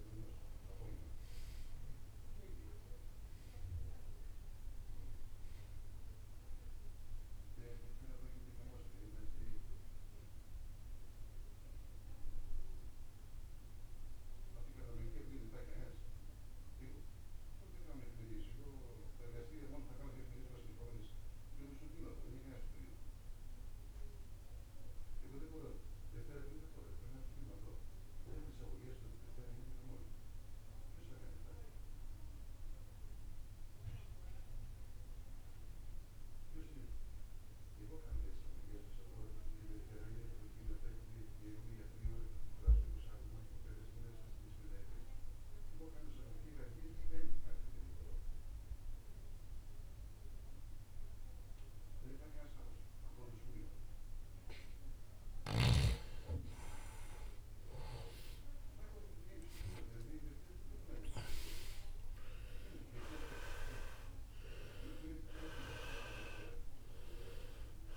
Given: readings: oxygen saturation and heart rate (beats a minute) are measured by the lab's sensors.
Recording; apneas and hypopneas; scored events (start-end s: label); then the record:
breathing in sleep by a room microphone; 1
0.00-31.50 s: oxygen desaturation (device-marked, oxygen 80% lowest, heart rate 47 extreme)
13.50-55.50 s: mixed apnea (oxygen 96% before, 80% lowest, heart rate 76 before, 46 extreme, up 29 after)
57.00-62.00 s: arousal
57.50-67.97 s: new sleep stage, REM sleep
From the record:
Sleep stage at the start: N2 (light sleep); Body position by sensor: on the right side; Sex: male